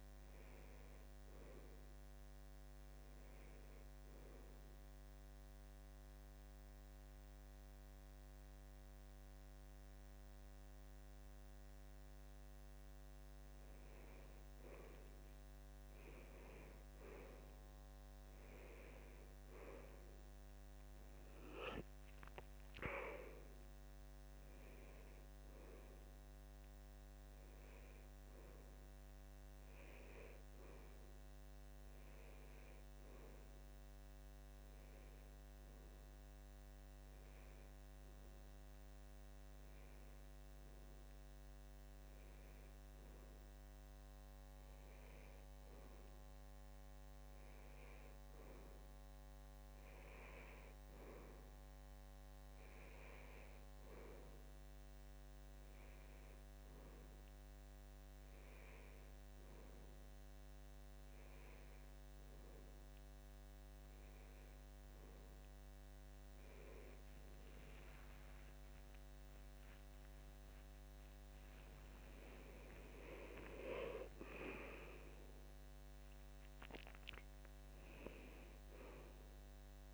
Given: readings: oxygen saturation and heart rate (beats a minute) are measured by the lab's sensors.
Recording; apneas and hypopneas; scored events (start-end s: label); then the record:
a person awake in a sleep study, by a microphone on the trachea; 1
4.50-14.50 s: central apnea (oxygen 94% before, 90% lowest, heart rate 76 before, 73 extreme, up 31 after)
17.50-19.50 s: long interval between heartbeats (device-marked, heart rate 76 before, 102 extreme)
23.00-37.00 s: oxygen desaturation (device-marked, oxygen 93% before, 90% lowest, heart rate 83 before, 74 extreme)
31.00-79.93 s: new sleep stage, awake
67.50-69.50 s: long interval between heartbeats (device-marked, heart rate 74 before, 82 extreme)
70.00-72.00 s: long interval between heartbeats (device-marked, heart rate 77 before, 129 extreme)
From the record:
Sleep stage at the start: N2 (light sleep); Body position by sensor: on the back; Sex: male